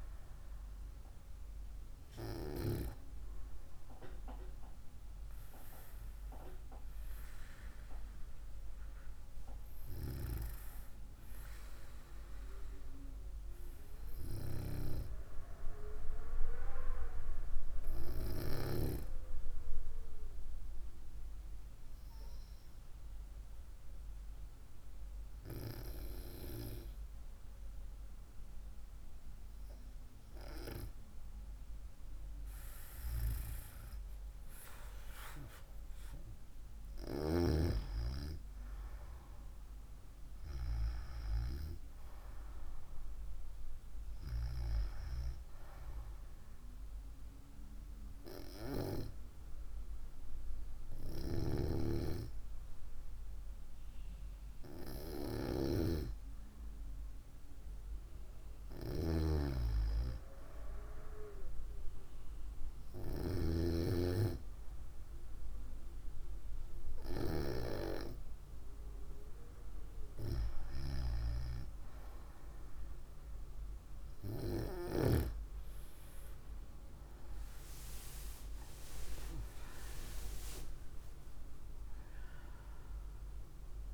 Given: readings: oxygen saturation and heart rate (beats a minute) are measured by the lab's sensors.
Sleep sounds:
breathing in sleep by a room microphone; 2
19.50-32.50 s: hypopnea (oxygen 96% before, 93% lowest, heart rate 59 before, 54 extreme, up 5 after)
36.00-40.50 s: arousal
47.50-57.50 s: hypopnea (oxygen 95% before, 93% lowest, heart rate 59 before, 55 extreme, up 3 after)
57.50-60.50 s: arousal
From the record:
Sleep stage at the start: N2 (light sleep); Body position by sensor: on the right side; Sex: female

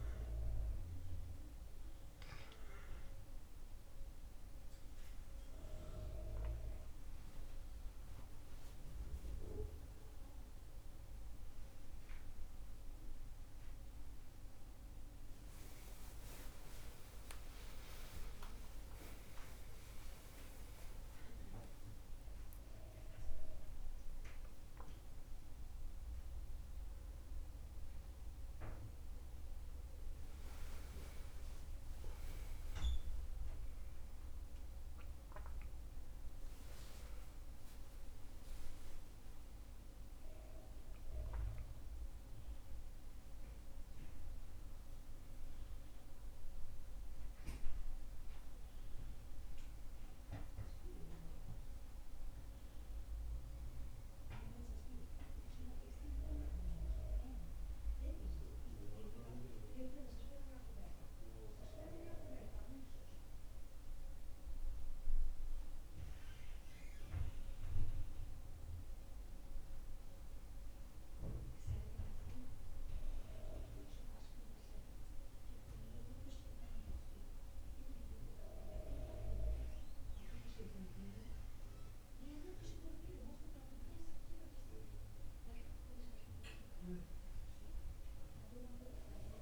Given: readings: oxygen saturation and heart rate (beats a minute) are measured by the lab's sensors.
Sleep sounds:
a person awake in a sleep study, by a room microphone; none
28.00-88.00 s: new sleep stage, awake
88.00-89.42 s: new sleep stage, N2 (light sleep)
From the record:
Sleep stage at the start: N2 (light sleep); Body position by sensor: on the back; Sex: male

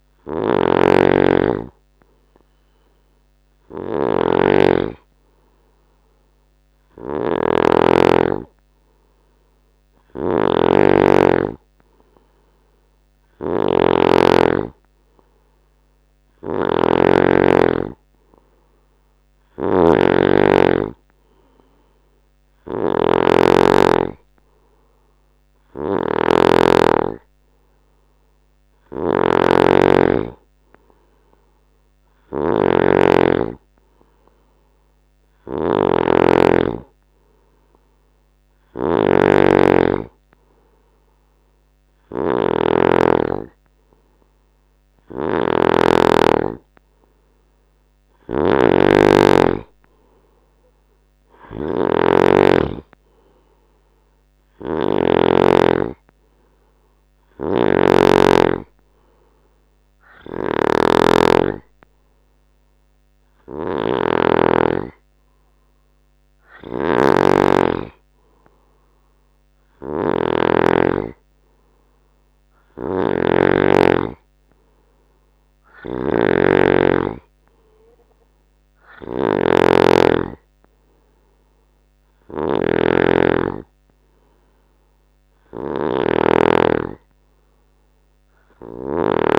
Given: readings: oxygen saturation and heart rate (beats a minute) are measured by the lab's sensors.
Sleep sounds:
breathing in sleep by a microphone on the trachea; none
0.00-55.50 s: snoring (device-marked)
57.50-89.38 s: snoring (device-marked)
From the record:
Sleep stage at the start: N2 (light sleep); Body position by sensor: on the right side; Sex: male

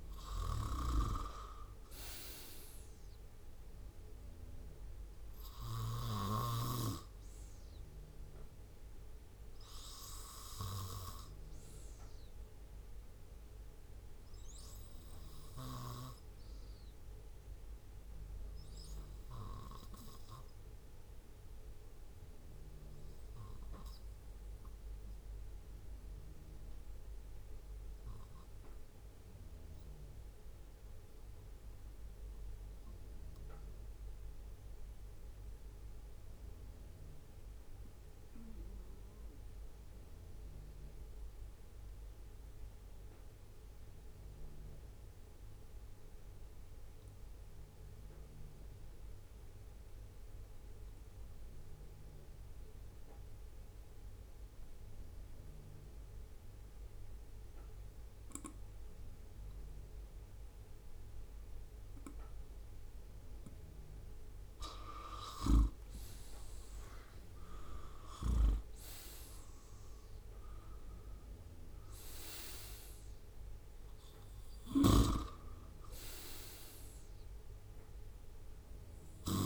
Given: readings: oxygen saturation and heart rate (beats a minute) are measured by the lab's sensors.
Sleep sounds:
breathing in sleep by a room microphone; 1
28.00-63.50 s: obstructive apnea (oxygen 98% before, 91% lowest, heart rate 64 before, 66 extreme, up 6 after)
64.50-71.50 s: leg movement (device-marked)
65.00-69.00 s: arousal
65.00-79.46 s: oxygen desaturation (device-marked, oxygen 98% before, 94% lowest, heart rate 71 before, 67 extreme)
74.00-79.46 s: snoring (device-marked)
From the record:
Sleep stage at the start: N2 (light sleep); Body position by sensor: on the right side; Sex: male

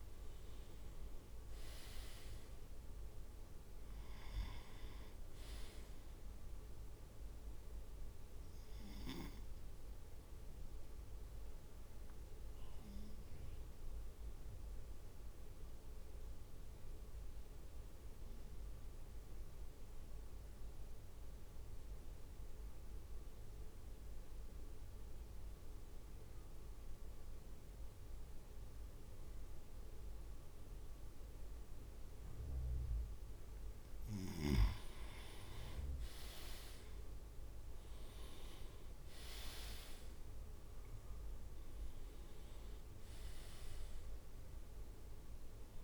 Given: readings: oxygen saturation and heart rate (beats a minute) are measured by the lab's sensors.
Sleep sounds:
breathing in sleep by a room microphone; 1
9.00-34.50 s: obstructive apnea (oxygen 99% before, 96% lowest, heart rate 55 before, 50 extreme, up 7 after)
38.00-43.50 s: arousal
39.50-45.84 s: drop in pulse transit time (device-marked, heart rate 55 before, 54 extreme)
From the record:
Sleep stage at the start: N2 (light sleep); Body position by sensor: on the right side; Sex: male

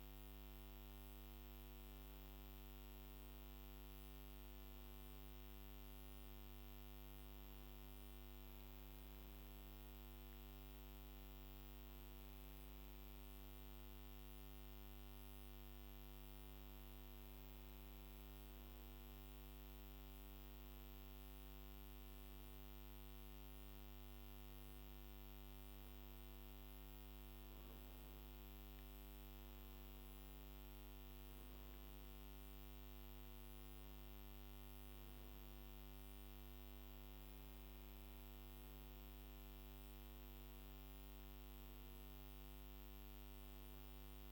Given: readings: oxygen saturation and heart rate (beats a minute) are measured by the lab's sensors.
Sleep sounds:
a person awake in a sleep study, hard to hear, by a microphone on the trachea; none
none scored
From the record:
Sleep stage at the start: awake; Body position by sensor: on the back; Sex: male

